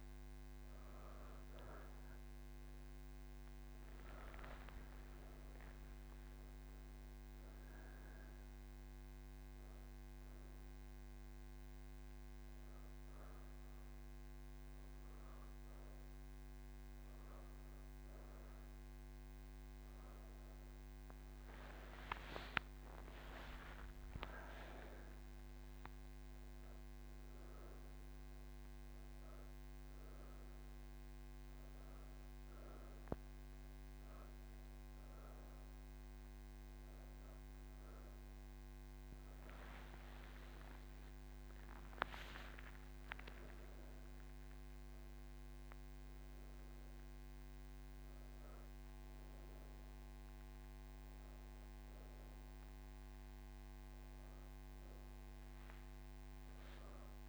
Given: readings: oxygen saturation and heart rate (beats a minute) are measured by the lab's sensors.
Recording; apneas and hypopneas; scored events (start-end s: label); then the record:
breathing in sleep, hard to hear, by a microphone on the trachea; none
9.50-22.50 s: oxygen desaturation (device-marked, oxygen 97% before, 93% lowest)
From the record:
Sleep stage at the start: N3 (deep sleep); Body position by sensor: on the back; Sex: female